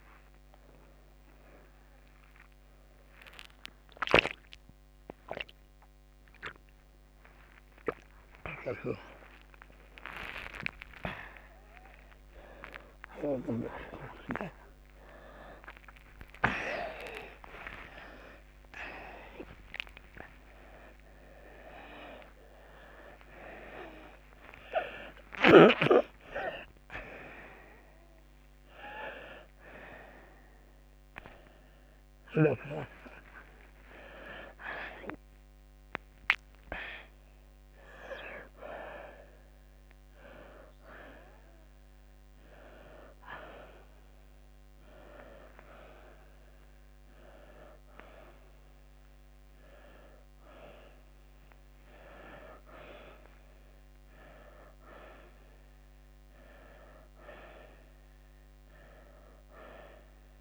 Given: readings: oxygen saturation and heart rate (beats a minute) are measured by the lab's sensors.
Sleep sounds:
a person awake in a sleep study, by a microphone on the trachea; none
13.00-19.00 s: oxygen desaturation (device-marked, oxygen 94% before, 90% lowest, heart rate 98 before, 68 extreme)
21.00-41.00 s: oxygen desaturation (device-marked, oxygen 94% before, 88% lowest)
From the record:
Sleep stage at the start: awake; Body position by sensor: on the right side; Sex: male

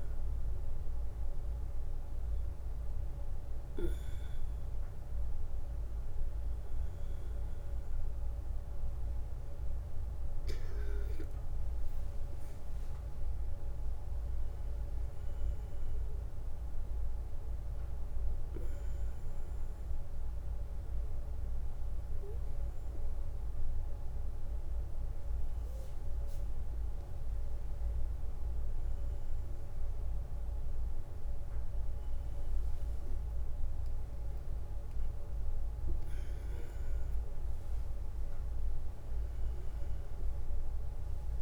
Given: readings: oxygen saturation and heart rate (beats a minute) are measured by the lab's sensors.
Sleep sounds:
breathing in sleep, hard to hear, by a room microphone; none
none scored
From the record:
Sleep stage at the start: N1 (lightest sleep); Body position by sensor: on the back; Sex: male

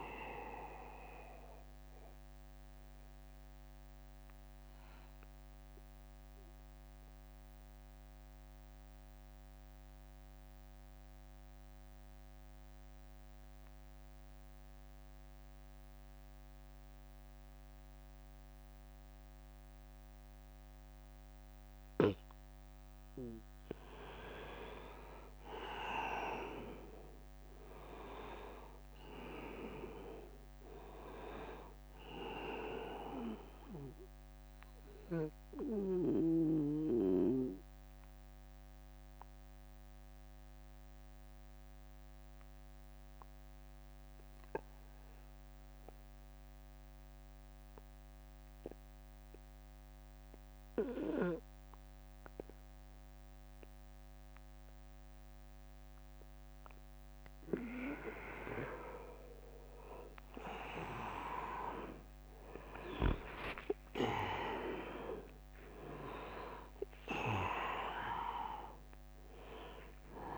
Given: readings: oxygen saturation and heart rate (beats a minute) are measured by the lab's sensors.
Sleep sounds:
breathing in sleep by a microphone on the trachea; 2
0.00-10.00 s: oxygen desaturation (device-marked, oxygen 88% lowest, heart rate 76 extreme)
1.00-22.00 s: obstructive apnea (oxygen 97% before, 88% lowest, heart rate 82 before, 75 extreme, up 7 after)
24.00-28.50 s: arousal
27.00-39.00 s: drop in pulse transit time (device-marked, heart rate 80 before, 79 extreme)
28.00-52.00 s: oxygen desaturation (device-marked, oxygen 100% before, 89% lowest, heart rate 80 before, 73 extreme)
34.00-58.00 s: obstructive apnea (oxygen 100% before, 88% lowest, heart rate 82 before, 73 extreme, up 0 after)
60.50-64.50 s: arousal
61.00-70.37 s: drop in pulse transit time (device-marked, heart rate 80 before, 74 extreme)
63.00-70.37 s: oxygen desaturation (device-marked, oxygen 100% before, 88% lowest, heart rate 79 before, 71 extreme)
From the record:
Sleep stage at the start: N2 (light sleep); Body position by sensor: on the back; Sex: male

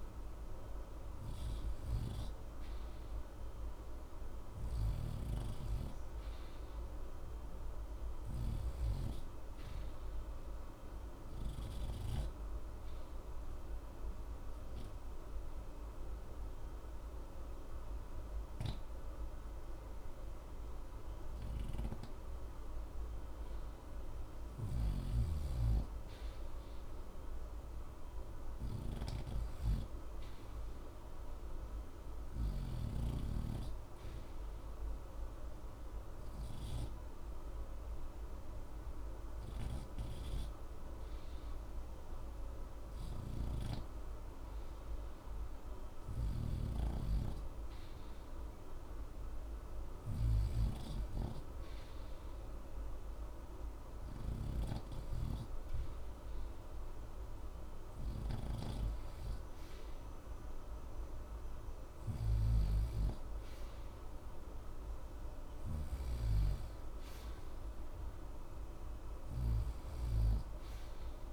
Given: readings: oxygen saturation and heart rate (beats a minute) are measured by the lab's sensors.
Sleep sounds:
breathing in sleep by a room microphone; 2
3.50-26.50 s: oxygen desaturation (device-marked, oxygen 90% before, 83% lowest, heart rate 61 before, 60 extreme)
12.50-24.50 s: obstructive apnea (oxygen 90% before, 83% lowest, heart rate 61 before, 60 extreme, up 1 after)
27.50-32.00 s: arousal
36.00-47.50 s: hypopnea (oxygen 88% before, 85% lowest, heart rate 61 before, 60 extreme, up 0 after)
47.50-58.50 s: oxygen desaturation (device-marked, oxygen 89% before, 85% lowest, heart rate 61 before, 60 extreme)
49.00-53.50 s: arousal
From the record:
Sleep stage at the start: REM sleep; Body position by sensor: on the right side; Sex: male

